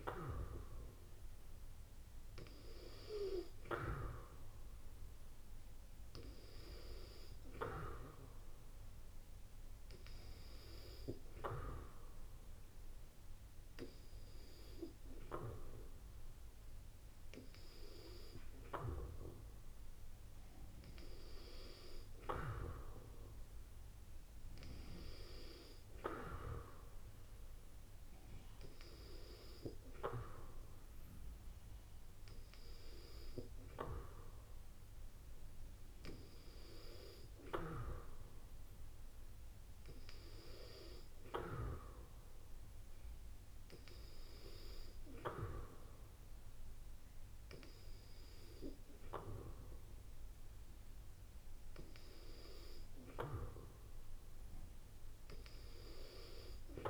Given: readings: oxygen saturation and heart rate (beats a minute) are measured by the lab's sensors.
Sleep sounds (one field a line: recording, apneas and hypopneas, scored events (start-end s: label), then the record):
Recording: breathing in sleep by a room microphone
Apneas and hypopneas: none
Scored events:
none scored
From the record:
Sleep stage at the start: N2 (light sleep)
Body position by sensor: on the back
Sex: female